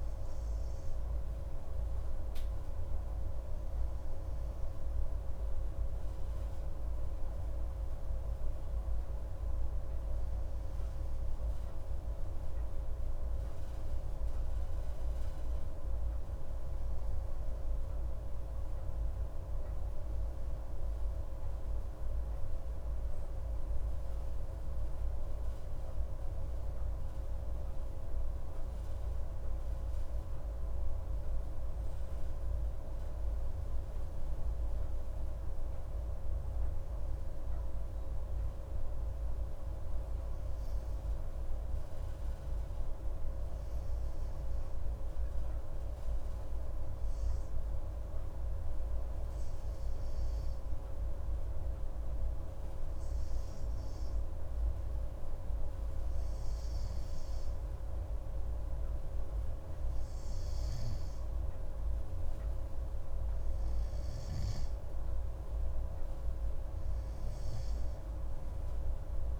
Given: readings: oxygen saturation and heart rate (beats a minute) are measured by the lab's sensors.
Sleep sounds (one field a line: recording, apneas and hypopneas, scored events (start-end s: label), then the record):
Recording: breathing in sleep, hard to hear, by a room microphone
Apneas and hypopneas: none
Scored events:
none scored
From the record:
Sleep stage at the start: N2 (light sleep)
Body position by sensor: on the right side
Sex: male